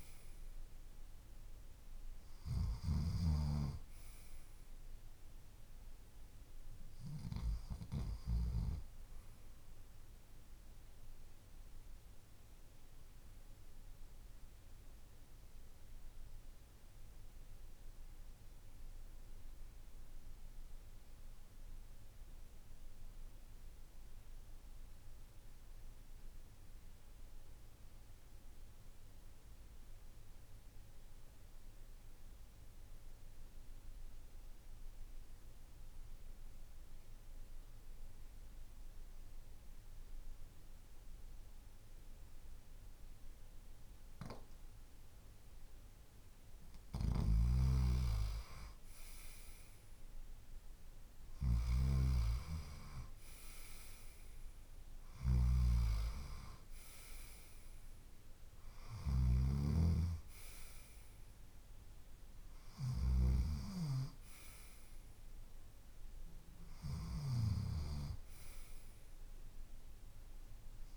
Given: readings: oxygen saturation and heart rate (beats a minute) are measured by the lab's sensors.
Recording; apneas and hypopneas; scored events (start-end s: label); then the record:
breathing in sleep by a room microphone; 1
0.00-2.50 s: snoring (device-marked)
0.00-19.00 s: oxygen desaturation (device-marked, oxygen 89% lowest, heart rate 50 extreme)
10.50-46.00 s: obstructive apnea (oxygen 96% before, 88% lowest, heart rate 56 before, 50 extreme, up 6 after)
46.50-63.00 s: snoring (device-marked)
48.00-53.00 s: arousal
51.00-70.97 s: oxygen desaturation (device-marked, oxygen 97% before, 88% lowest, heart rate 52 before, 50 extreme)
From the record:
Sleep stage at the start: REM sleep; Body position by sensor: on the left side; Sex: male